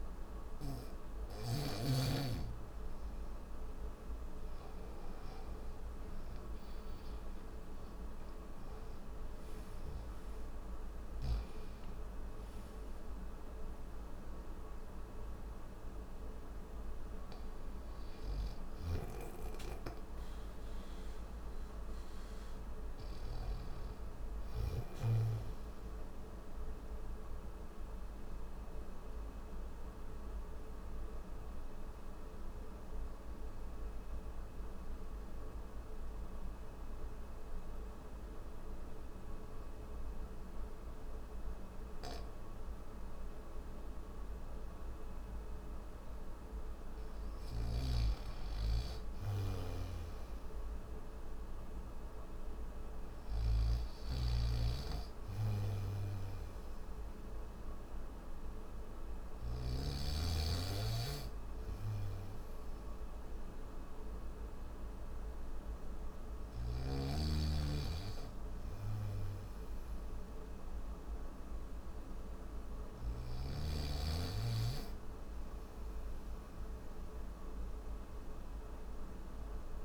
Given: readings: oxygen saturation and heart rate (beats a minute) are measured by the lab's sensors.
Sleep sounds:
breathing in sleep by a room microphone; none
18.00-23.00 s: snoring (device-marked)
47.00-59.00 s: snoring (device-marked)
52.50-73.50 s: oxygen desaturation (device-marked, oxygen 97% before, 93% lowest, heart rate 67 before, 65 extreme)
69.50-79.85 s: new sleep stage, N1 (lightest sleep)
From the record:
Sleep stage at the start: N3 (deep sleep); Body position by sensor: on the back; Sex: male

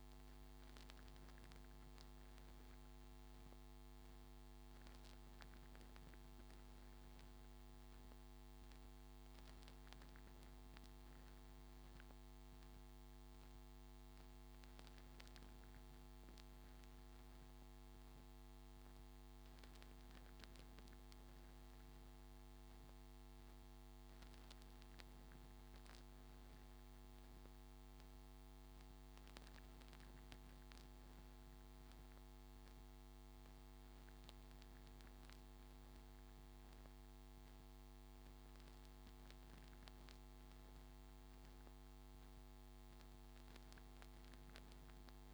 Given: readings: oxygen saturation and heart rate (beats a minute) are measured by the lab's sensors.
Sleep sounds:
breathing in sleep, hard to hear, by a microphone on the trachea; none
none scored
From the record:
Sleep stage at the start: N3 (deep sleep); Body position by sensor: on the front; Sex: male

